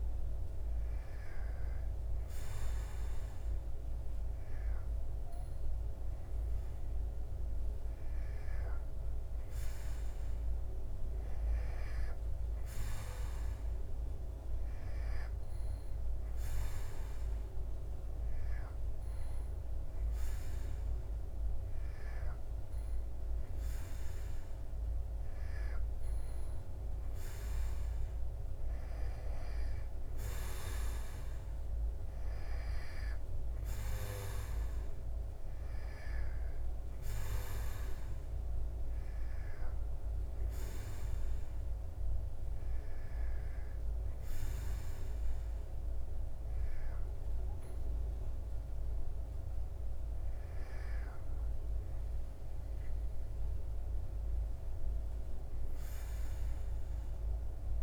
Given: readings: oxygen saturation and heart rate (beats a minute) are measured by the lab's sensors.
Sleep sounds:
breathing in sleep, hard to hear, by a room microphone; none
none scored
From the record:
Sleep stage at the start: N2 (light sleep); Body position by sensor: on the back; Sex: male

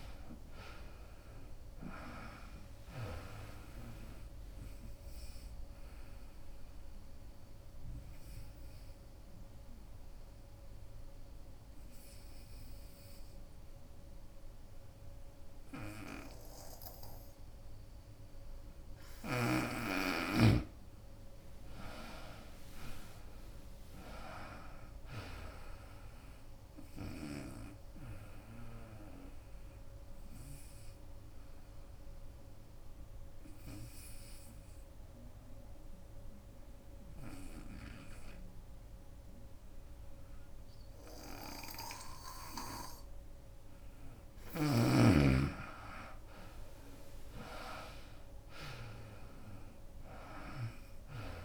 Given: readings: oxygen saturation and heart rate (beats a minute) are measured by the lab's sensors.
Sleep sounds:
breathing in sleep by a room microphone; 2
0.00-2.00 s: arousal
0.00-9.00 s: drop in pulse transit time (device-marked, heart rate 76 extreme)
0.00-19.00 s: oxygen desaturation (device-marked, oxygen 85% lowest, heart rate 62 extreme)
7.00-19.00 s: obstructive apnea (oxygen 96% before, 84% lowest, heart rate 81 before, 62 extreme, up 21 after)
20.50-24.50 s: arousal
22.00-33.00 s: drop in pulse transit time (device-marked, heart rate 79 before, 69 extreme)
25.00-43.00 s: oxygen desaturation (device-marked, oxygen 94% before, 85% lowest, heart rate 78 before, 62 extreme)
30.00-43.50 s: obstructive apnea (oxygen 94% before, 84% lowest, heart rate 79 before, 65 extreme, up 29 after)
45.00-51.45 s: oxygen desaturation (device-marked, oxygen 95% before, 84% lowest, heart rate 75 before, 66 extreme)
46.00-51.45 s: drop in pulse transit time (device-marked, heart rate 74 before, 73 extreme)
46.50-50.50 s: arousal
From the record:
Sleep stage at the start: N2 (light sleep); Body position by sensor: on the right side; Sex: female

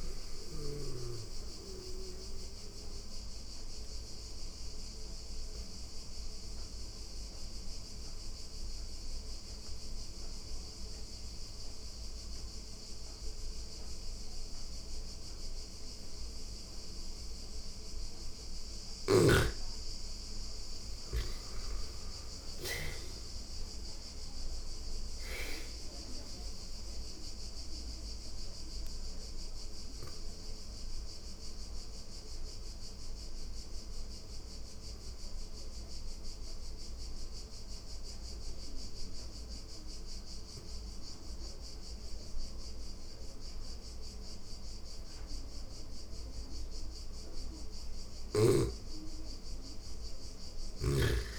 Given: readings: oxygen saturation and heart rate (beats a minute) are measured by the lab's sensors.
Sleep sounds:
breathing in sleep by a room microphone; 2
0.00-10.50 s: oxygen desaturation (device-marked, oxygen 90% lowest, heart rate 84 extreme)
1.00-16.50 s: obstructive apnea (oxygen 99% before, 85% lowest, heart rate 86 before, 84 extreme, up 6 after)
18.50-38.50 s: oxygen desaturation (device-marked, oxygen 99% before, 87% lowest, heart rate 86 before, 84 extreme)
19.00-23.50 s: arousal
26.00-46.50 s: obstructive apnea (oxygen 99% before, 85% lowest, heart rate 86 before, 84 extreme, up 5 after)
48.50-51.39 s: arousal
49.50-51.39 s: oxygen desaturation (device-marked, oxygen 99% before, 93% lowest, heart rate 86 before, 86 extreme)
49.50-51.39 s: snoring (device-marked)
From the record:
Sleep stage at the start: N2 (light sleep); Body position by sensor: on the back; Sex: female

